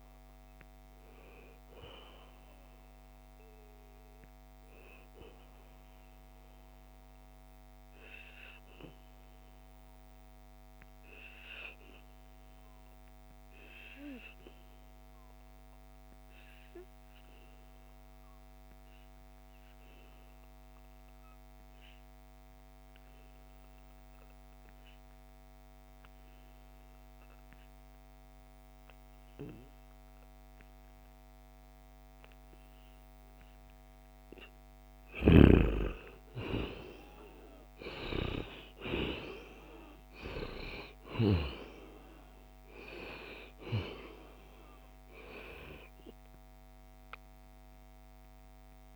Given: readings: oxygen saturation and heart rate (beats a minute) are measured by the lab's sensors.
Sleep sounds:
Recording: breathing in sleep by a microphone on the trachea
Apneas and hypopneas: 1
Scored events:
0.00-17.00 s: oxygen desaturation (device-marked, oxygen 86% lowest, heart rate 64 extreme)
6.00-34.00 s: obstructive apnea (oxygen 95% before, 86% lowest, heart rate 81 before, 70 extreme, up 8 after)
33.00-48.96 s: oxygen desaturation (device-marked, oxygen 97% before, 89% lowest, heart rate 74 before, 68 extreme)
35.00-39.00 s: arousal
From the record:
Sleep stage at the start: N2 (light sleep)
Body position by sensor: on the back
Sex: male

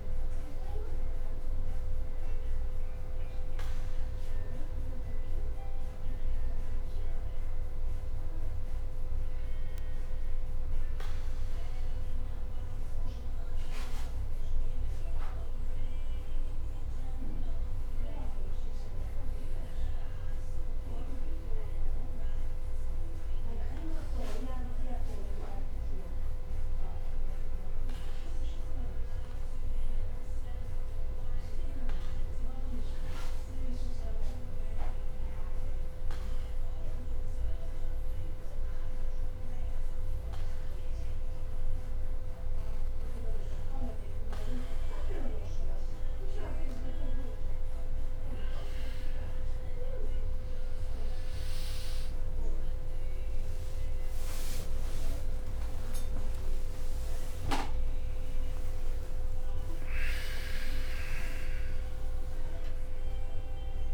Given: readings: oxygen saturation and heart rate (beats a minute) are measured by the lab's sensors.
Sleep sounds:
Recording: breathing in sleep by a room microphone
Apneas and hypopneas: 1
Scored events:
21.00-30.00 s: leg movement (device-marked)
23.50-26.50 s: arousal
28.50-42.00 s: hypopnea (oxygen 96% before, 93% lowest, heart rate 62 before, 61 extreme, up 3 after)
43.00-63.93 s: new sleep stage, N1 (lightest sleep)
50.00 s: drop in pulse transit time (device-marked)
50.50-56.00 s: arousal
52.00-63.93 s: drop in pulse transit time (device-marked, heart rate 63 before, 66 extreme)
55.00-61.00 s: tachycardia (device-marked, heart rate 63 before, 111 extreme)
56.00-58.00 s: long interval between heartbeats (device-marked, heart rate 64 before, 84 extreme)
58.50-60.50 s: long interval between heartbeats (device-marked, heart rate 67 before, 110 extreme)
61.50-63.50 s: long interval between heartbeats (device-marked, heart rate 74 before, 119 extreme)
From the record:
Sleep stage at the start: N2 (light sleep)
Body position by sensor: on the back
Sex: male

